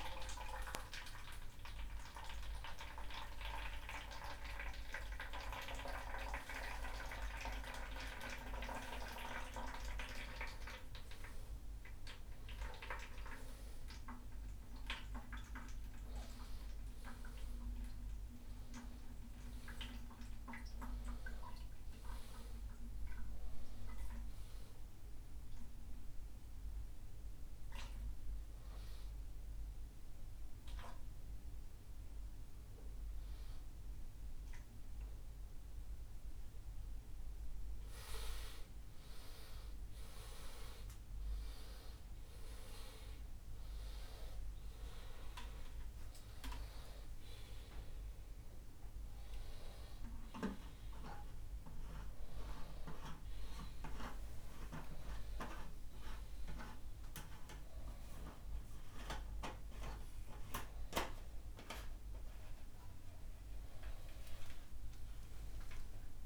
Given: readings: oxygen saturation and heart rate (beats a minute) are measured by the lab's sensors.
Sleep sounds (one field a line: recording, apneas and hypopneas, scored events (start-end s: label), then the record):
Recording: a person awake in a sleep study, by a room microphone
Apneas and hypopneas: none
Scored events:
0.00-9.00 s: oxygen desaturation (device-marked, oxygen 94% lowest, heart rate 97 extreme)
From the record:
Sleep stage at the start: awake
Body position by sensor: upright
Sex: male